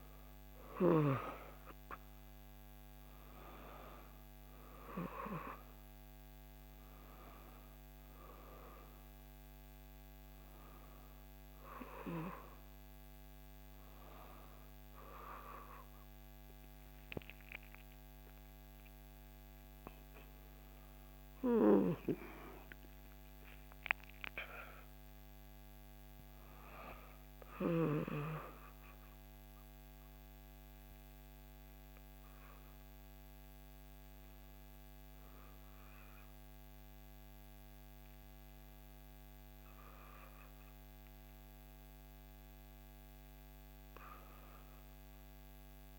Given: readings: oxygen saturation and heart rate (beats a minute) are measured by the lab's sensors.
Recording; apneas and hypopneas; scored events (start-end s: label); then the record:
a person awake in a sleep study, by a microphone on the trachea; none
16.50-45.99 s: new sleep stage, awake
From the record:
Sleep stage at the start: N1 (lightest sleep); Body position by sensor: on the back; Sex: female